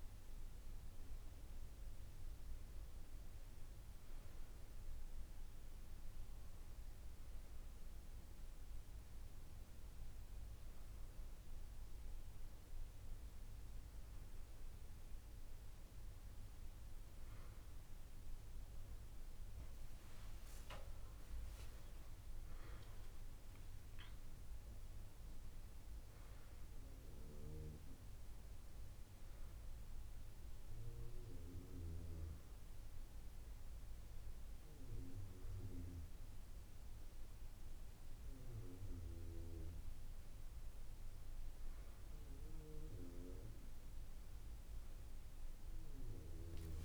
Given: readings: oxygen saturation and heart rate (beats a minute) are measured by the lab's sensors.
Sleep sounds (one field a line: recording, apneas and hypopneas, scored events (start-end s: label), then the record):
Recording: breathing in sleep by a room microphone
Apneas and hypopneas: none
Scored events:
0.00-2.00 s: long interval between heartbeats (device-marked)
0.00-7.00 s: drop in pulse transit time (device-marked)
2.50-4.50 s: long interval between heartbeats (device-marked)
12.00-14.00 s: long interval between heartbeats (device-marked)
20.00-31.00 s: drop in pulse transit time (device-marked)
31.00-33.00 s: long interval between heartbeats (device-marked)
34.00-35.00 s: drop in pulse transit time (device-marked)
36.50-38.50 s: long interval between heartbeats (device-marked)
40.00-42.00 s: long interval between heartbeats (device-marked)
From the record:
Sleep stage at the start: N1 (lightest sleep)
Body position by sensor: on the back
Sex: female